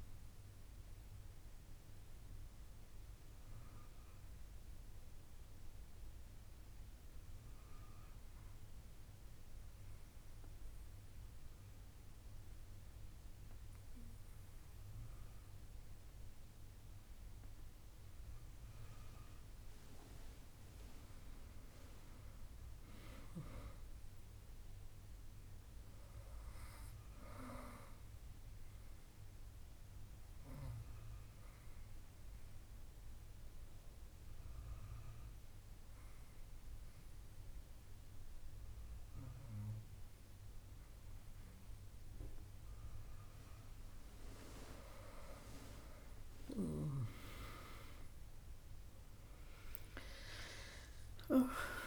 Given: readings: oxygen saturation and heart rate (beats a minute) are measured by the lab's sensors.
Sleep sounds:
breathing in sleep by a room microphone; 2
0.00-12.50 s: oxygen desaturation (device-marked, oxygen 93% lowest, heart rate 65 extreme)
4.50-21.00 s: obstructive apnea (oxygen 98% before, 93% lowest, heart rate 73 before, 65 extreme, up 3 after)
22.50-26.00 s: arousal
30.50-44.00 s: obstructive apnea (oxygen 98% before, 94% lowest, heart rate 70 before, 67 extreme, up 9 after)
46.50-50.50 s: arousal
From the record:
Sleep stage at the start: N2 (light sleep); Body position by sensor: on the back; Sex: female

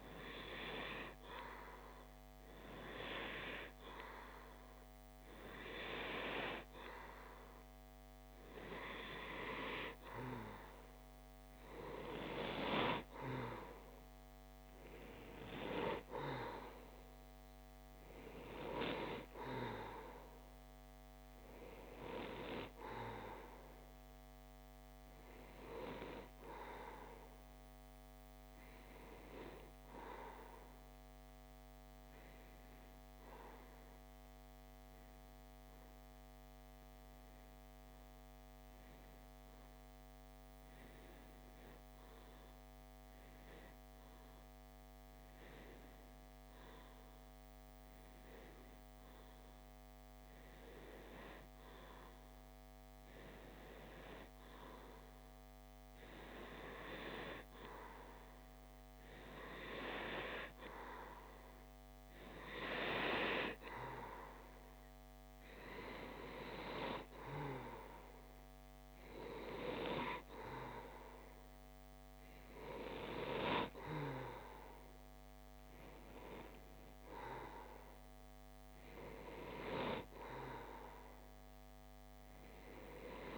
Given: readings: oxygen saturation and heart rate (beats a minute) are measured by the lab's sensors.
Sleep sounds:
breathing in sleep by a microphone on the trachea; 1
32.00-58.50 s: obstructive apnea (oxygen 93% before, 93% lowest, heart rate 58 before, 62 extreme, up 3 after)
60.00-83.38 s: oxygen desaturation (device-marked, oxygen 96% before, 93% lowest, heart rate 63 before, 58 extreme)
62.00-66.00 s: arousal
From the record:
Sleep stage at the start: REM sleep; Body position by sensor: on the back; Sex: male

